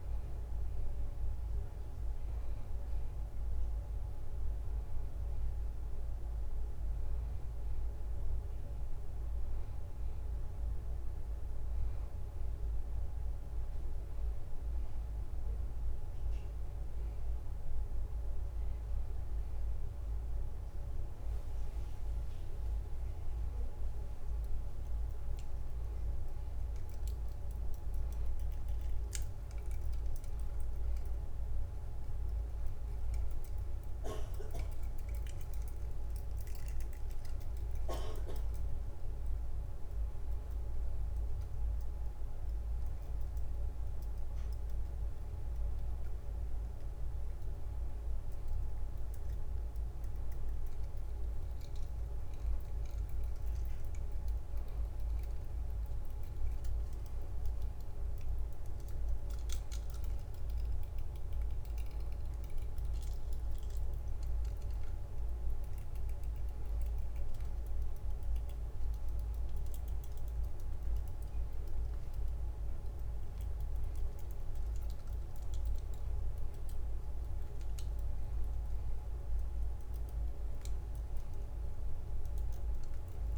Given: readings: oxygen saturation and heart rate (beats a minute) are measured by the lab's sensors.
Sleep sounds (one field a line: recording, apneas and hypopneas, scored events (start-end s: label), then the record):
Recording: breathing in sleep, hard to hear, by a room microphone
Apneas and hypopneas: none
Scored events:
none scored
From the record:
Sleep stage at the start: N2 (light sleep)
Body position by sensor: on the back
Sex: male